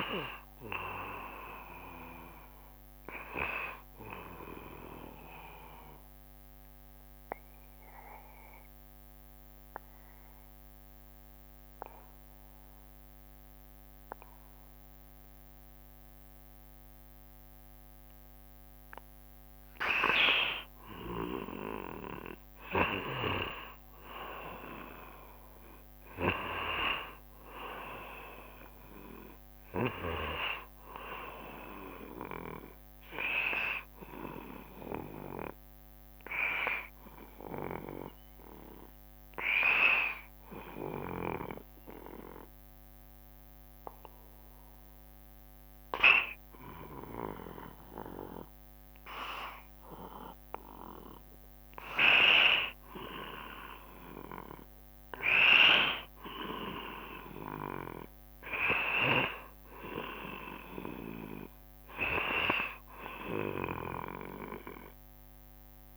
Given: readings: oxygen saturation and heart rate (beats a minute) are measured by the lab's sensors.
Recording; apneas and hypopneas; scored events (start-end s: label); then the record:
breathing in sleep by a microphone on the trachea; 2
5.50-19.50 s: obstructive apnea (oxygen 93% before, 87% lowest, heart rate 69 before, 68 extreme, up 2 after)
22.00-26.00 s: arousal
25.00-47.00 s: oxygen desaturation (device-marked, oxygen 93% before, 87% lowest, heart rate 69 before, 68 extreme)
34.50-51.00 s: hypopnea (oxygen 93% before, 82% lowest, heart rate 69 before, 68 extreme, up 2 after)
55.00-65.97 s: new sleep stage, N2 (light sleep)
55.50-60.00 s: arousal
60.00-65.97 s: oxygen desaturation (device-marked, oxygen 93% before, 88% lowest, heart rate 69 before, 68 extreme)
From the record:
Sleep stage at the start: N1 (lightest sleep); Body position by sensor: on the right side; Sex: male